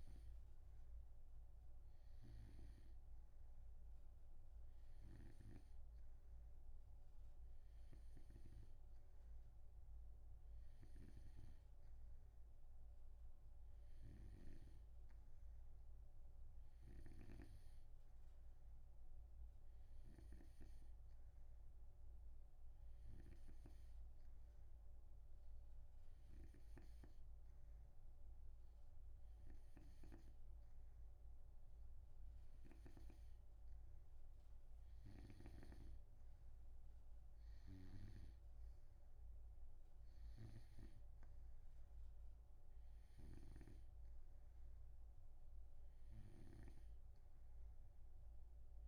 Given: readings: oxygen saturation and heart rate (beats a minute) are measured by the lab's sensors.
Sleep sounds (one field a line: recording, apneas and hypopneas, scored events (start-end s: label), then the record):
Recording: breathing in sleep by a room microphone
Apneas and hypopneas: 1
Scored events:
23.00-34.00 s: hypopnea (oxygen 96% before, 92% lowest)
36.00-39.50 s: arousal
From the record:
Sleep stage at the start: N2 (light sleep)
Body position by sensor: on the right side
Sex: male